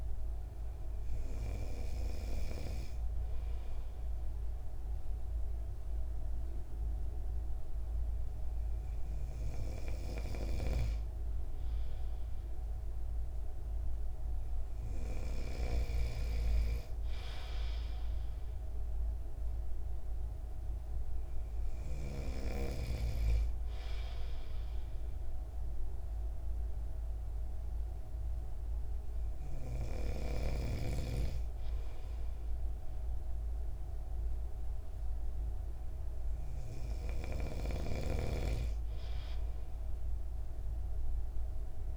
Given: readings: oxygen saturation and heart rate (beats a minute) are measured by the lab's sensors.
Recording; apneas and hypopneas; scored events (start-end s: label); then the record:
breathing in sleep by a room microphone; none
37.50-41.97 s: snoring (device-marked)
From the record:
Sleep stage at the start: N2 (light sleep); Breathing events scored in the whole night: 264 in 7.4 hours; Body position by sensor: on the right side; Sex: male